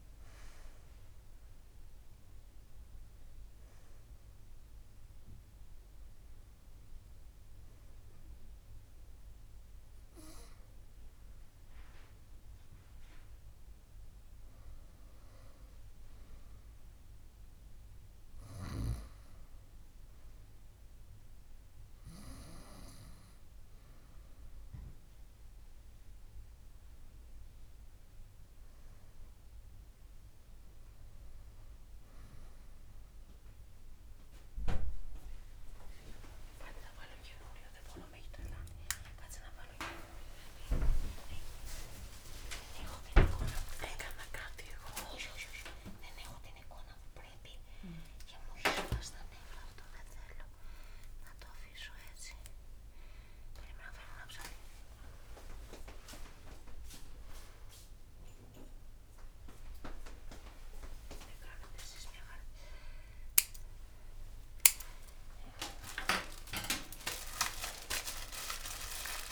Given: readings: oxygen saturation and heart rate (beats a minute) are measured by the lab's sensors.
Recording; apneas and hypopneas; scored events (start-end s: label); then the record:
a person awake in a sleep study, by a room microphone; none
29.50-69.32 s: new sleep stage, awake
35.50-43.50 s: drop in pulse transit time (device-marked)
41.50-43.50 s: long interval between heartbeats (device-marked)
48.50-50.50 s: long interval between heartbeats (device-marked)
52.00-54.00 s: long interval between heartbeats (device-marked)
From the record:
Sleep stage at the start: N1 (lightest sleep); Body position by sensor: on the back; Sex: female